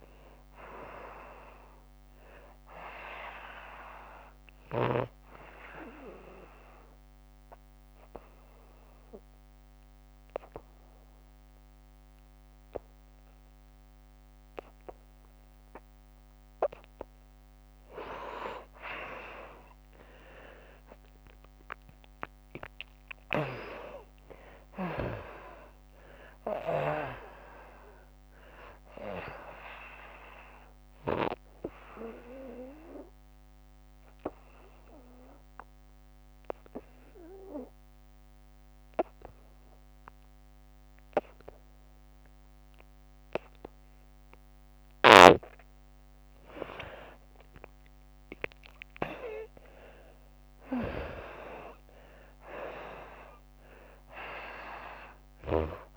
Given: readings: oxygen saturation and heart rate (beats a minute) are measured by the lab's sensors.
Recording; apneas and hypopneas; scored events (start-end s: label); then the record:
breathing in sleep by a microphone on the trachea; 2
0.00-15.00 s: oxygen desaturation (device-marked, oxygen 77% lowest, heart rate 72 extreme)
6.50-18.00 s: obstructive apnea (oxygen 94% before, 78% lowest, heart rate 86 before, 72 extreme, up 15 after)
21.00-24.50 s: arousal
25.00-38.00 s: oxygen desaturation (device-marked, oxygen 97% before, 82% lowest, heart rate 80 before, 67 extreme)
29.00-44.00 s: obstructive apnea (oxygen 97% before, 78% lowest, heart rate 81 before, 67 extreme, up 7 after)
44.00-55.97 s: oxygen desaturation (device-marked, oxygen 97% before, 79% lowest, heart rate 86 before, 73 extreme)
46.00-50.00 s: arousal
From the record:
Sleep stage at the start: N2 (light sleep); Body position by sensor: on the back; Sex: female